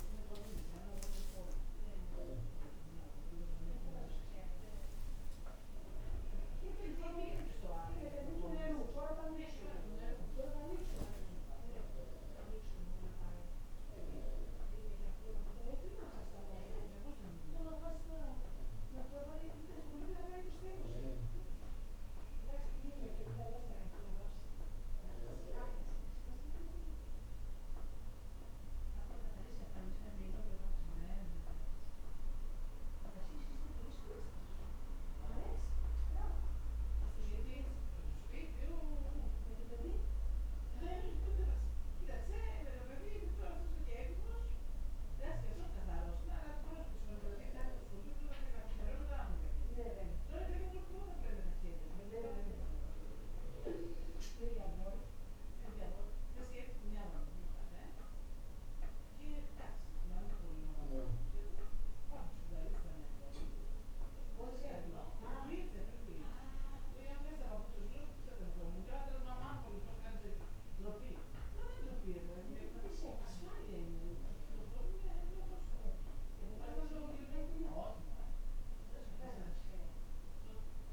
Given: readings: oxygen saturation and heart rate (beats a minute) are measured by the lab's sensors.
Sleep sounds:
a person awake in a sleep study, by a room microphone; none
none scored
From the record:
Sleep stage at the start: awake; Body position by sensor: on the back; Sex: female

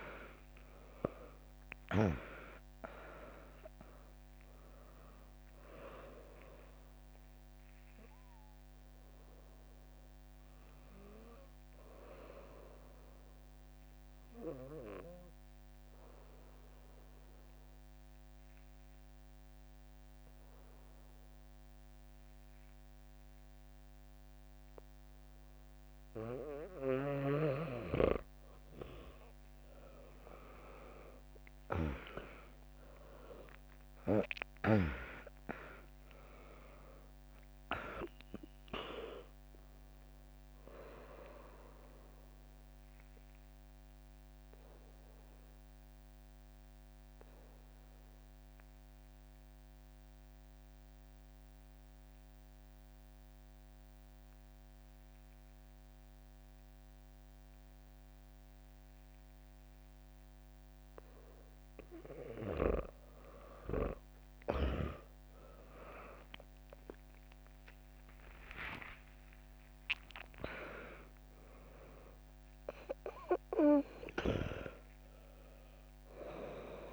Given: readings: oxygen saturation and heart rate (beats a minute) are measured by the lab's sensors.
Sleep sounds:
breathing in sleep by a microphone on the trachea; 2
0.00-8.00 s: drop in pulse transit time (device-marked, heart rate 63 extreme)
0.00-19.00 s: oxygen desaturation (device-marked, oxygen 95% lowest, heart rate 60 extreme)
12.50-27.50 s: obstructive apnea (oxygen 100% before, 95% lowest, heart rate 72 before, 60 extreme)
31.00-36.00 s: arousal
32.00-44.00 s: drop in pulse transit time (device-marked, heart rate 64 before, 60 extreme)
37.00-56.00 s: oxygen desaturation (device-marked, oxygen 99% before, 95% lowest, heart rate 63 before, 61 extreme)
42.00-61.50 s: obstructive apnea (oxygen 99% before, 95% lowest, heart rate 65 before, 61 extreme, up 5 after)
66.00-76.93 s: drop in pulse transit time (device-marked, heart rate 64 before, 61 extreme)
67.00-72.50 s: arousal
From the record:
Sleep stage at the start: N2 (light sleep); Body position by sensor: on the back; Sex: female

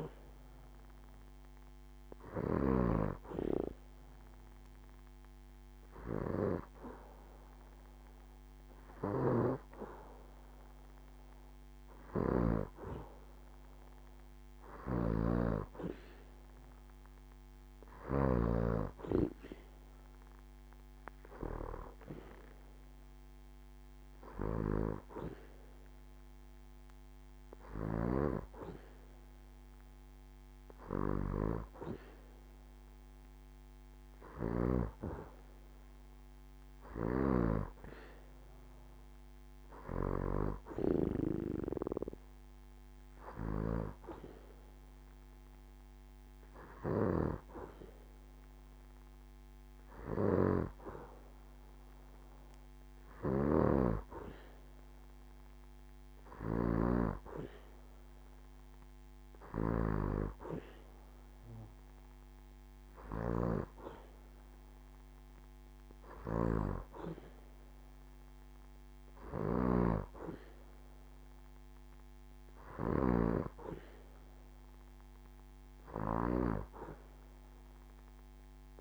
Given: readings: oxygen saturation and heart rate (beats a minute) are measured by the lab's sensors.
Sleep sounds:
breathing in sleep by a microphone on the trachea; none
none scored
From the record:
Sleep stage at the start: N2 (light sleep); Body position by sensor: on the back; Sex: female

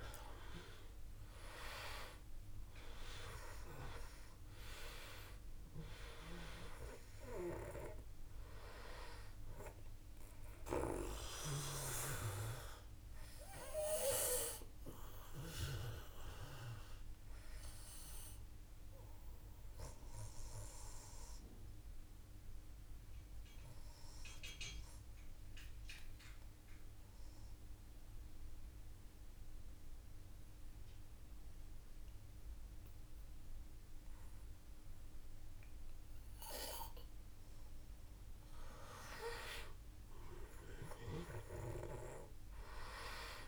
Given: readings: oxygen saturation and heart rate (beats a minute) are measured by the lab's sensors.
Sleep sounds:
breathing in sleep by a room microphone; 1
0.00-1.00 s: arousal
0.00-26.00 s: oxygen desaturation (device-marked, oxygen 89% lowest, heart rate 52 extreme)
11.00-37.00 s: obstructive apnea (oxygen 98% before, 89% lowest, heart rate 54 before, 52 extreme, up 3 after)
40.00-43.48 s: arousal
From the record:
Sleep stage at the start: N2 (light sleep); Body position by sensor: on the back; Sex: male

